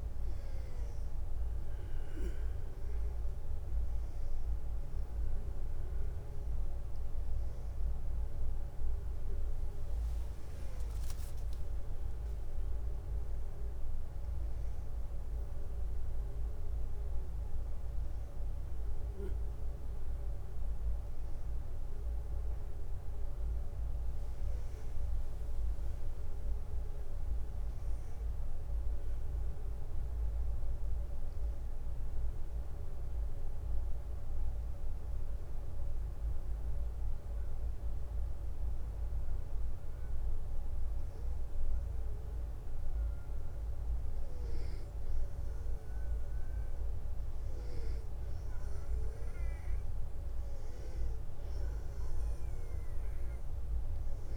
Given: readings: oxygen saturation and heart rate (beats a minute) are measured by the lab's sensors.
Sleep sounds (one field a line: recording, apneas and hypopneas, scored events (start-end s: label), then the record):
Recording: breathing in sleep, hard to hear, by a room microphone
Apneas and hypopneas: 1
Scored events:
25.00-28.50 s: arousal
30.50-43.00 s: hypopnea (oxygen 97% before, 93% lowest, heart rate 69 before, 63 extreme, up 2 after)
46.00-50.00 s: arousal
From the record:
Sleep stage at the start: N2 (light sleep)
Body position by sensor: on the back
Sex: male